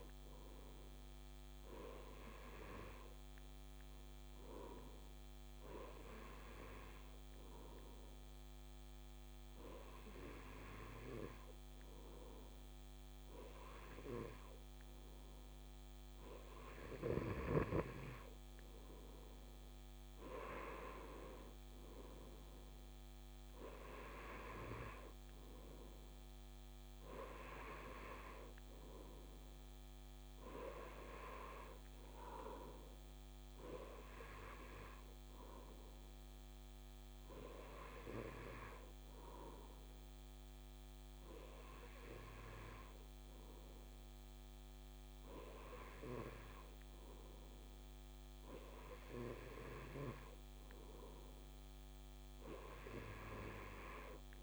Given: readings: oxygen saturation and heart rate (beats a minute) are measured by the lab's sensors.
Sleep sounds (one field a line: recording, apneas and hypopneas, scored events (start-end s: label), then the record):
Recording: breathing in sleep by a microphone on the trachea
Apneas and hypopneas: none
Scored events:
none scored
From the record:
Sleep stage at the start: N2 (light sleep)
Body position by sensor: on the right side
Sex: male